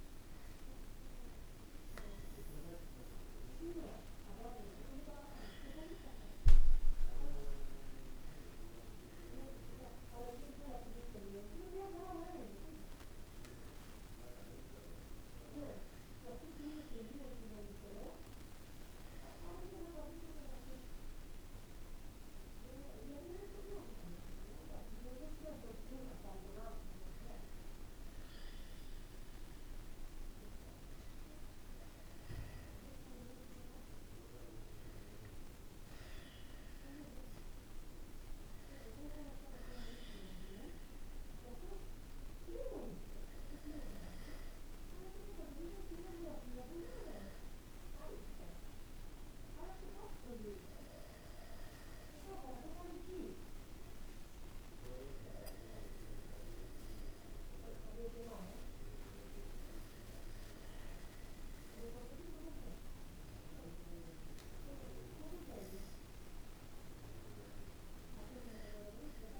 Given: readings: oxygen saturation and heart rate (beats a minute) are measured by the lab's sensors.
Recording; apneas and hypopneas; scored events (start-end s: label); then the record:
a person awake in a sleep study, by a room microphone; none
none scored
From the record:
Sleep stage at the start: awake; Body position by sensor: on the back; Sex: male